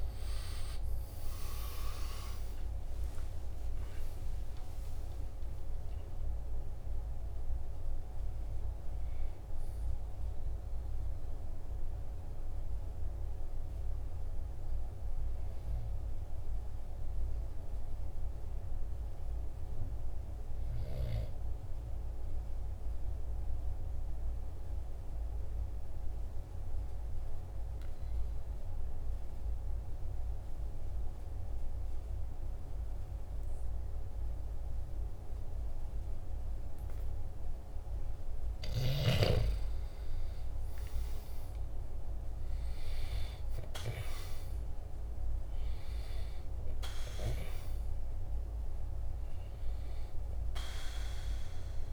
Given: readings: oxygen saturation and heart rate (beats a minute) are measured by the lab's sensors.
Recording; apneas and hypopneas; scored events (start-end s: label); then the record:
breathing in sleep by a room microphone; 1
1.00-6.50 s: arousal
21.50-37.50 s: obstructive apnea (oxygen 94% before, 94% lowest, heart rate 50 before, 46 extreme, up 3 after)
40.00-44.50 s: arousal
48.50-51.93 s: oxygen desaturation (device-marked, oxygen 98% before, 94% lowest, heart rate 49 before, 46 extreme)
From the record:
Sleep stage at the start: N2 (light sleep); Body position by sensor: on the back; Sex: male